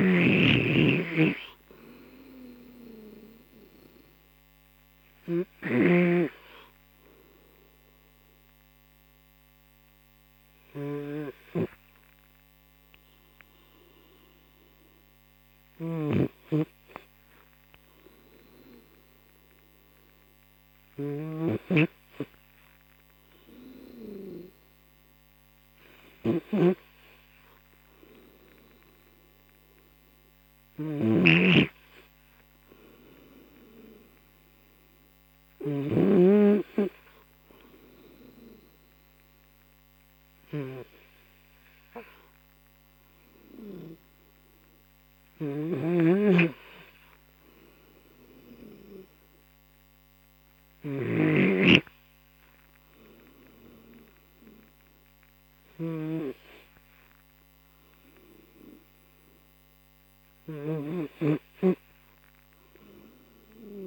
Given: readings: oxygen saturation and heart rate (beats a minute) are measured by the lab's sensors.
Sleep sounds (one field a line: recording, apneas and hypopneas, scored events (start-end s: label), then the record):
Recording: breathing in sleep by a microphone on the trachea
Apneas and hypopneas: 1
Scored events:
0.00-6.00 s: snoring (device-marked)
8.50-19.00 s: obstructive apnea (oxygen 94% before, 91% lowest, heart rate 66 before, 28 extreme, up 31 after)
16.00-36.00 s: snoring (device-marked)
45.50-51.50 s: snoring (device-marked)
60.50-63.87 s: snoring (device-marked)
From the record:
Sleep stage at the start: N3 (deep sleep)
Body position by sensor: on the right side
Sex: male